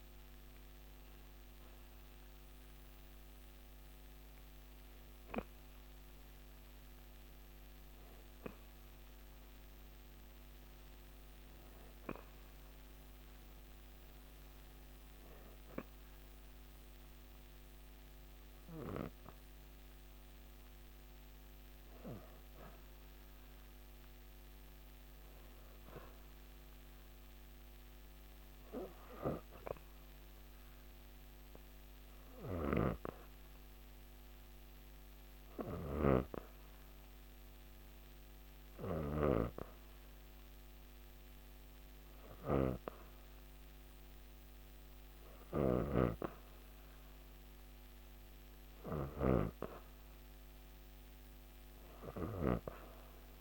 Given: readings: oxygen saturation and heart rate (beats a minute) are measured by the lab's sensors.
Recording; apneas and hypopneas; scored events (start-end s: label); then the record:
breathing in sleep by a microphone on the trachea; 1
20.00-23.50 s: arousal
28.50-46.00 s: hypopnea (oxygen 96% before, 95% lowest, heart rate 129 before, 130 extreme, up 34 after)
From the record:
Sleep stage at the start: N2 (light sleep); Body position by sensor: on the back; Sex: female